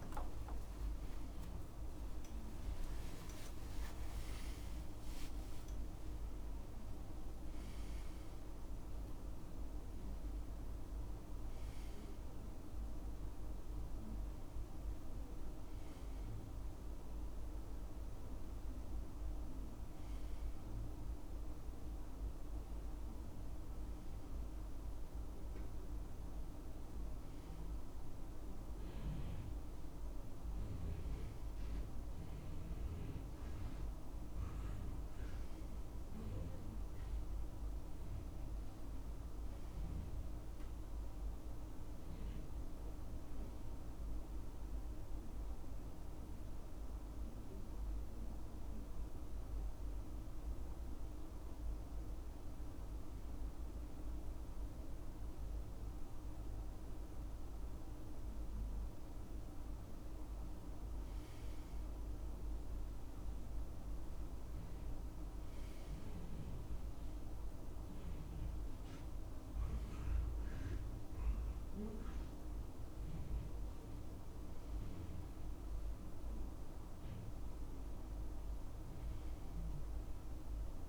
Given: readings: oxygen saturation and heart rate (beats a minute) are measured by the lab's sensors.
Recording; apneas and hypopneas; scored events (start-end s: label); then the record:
breathing in sleep, hard to hear, by a room microphone; 1
1.00-5.00 s: arousal
31.00-80.89 s: new sleep stage, N2 (light sleep)
39.00-42.50 s: arousal
45.00-58.50 s: hypopnea (oxygen 98% before, 94% lowest, heart rate 72 before, 69 extreme, up 2 after)
61.00-64.50 s: arousal
62.00-73.00 s: oxygen desaturation (device-marked, oxygen 98% before, 94% lowest, heart rate 71 before, 69 extreme)
From the record:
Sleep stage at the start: N1 (lightest sleep); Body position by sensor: on the right side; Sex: male